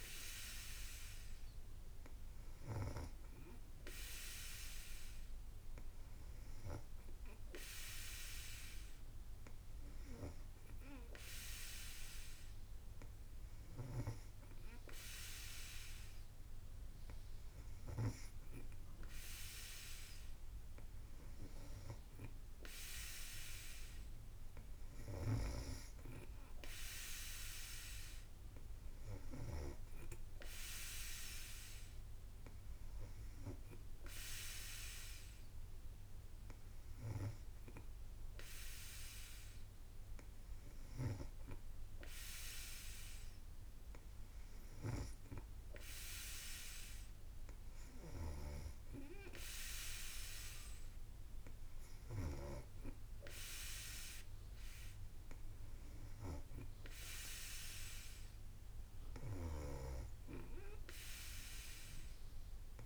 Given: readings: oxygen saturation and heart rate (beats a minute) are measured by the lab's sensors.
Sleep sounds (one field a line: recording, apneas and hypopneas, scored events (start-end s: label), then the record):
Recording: breathing in sleep by a room microphone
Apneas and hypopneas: none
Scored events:
none scored
From the record:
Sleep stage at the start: N3 (deep sleep)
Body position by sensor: on the back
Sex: female